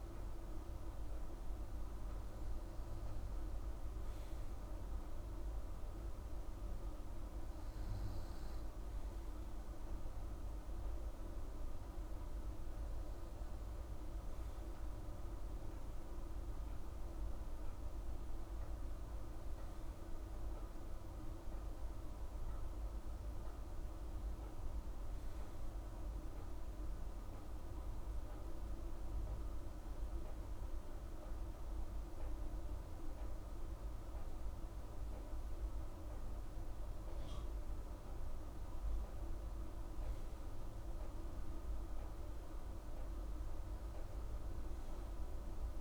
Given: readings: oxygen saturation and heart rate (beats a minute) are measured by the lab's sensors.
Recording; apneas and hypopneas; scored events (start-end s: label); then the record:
breathing in sleep, hard to hear, by a room microphone; none
none scored
From the record:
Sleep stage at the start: N2 (light sleep); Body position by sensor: on the right side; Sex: female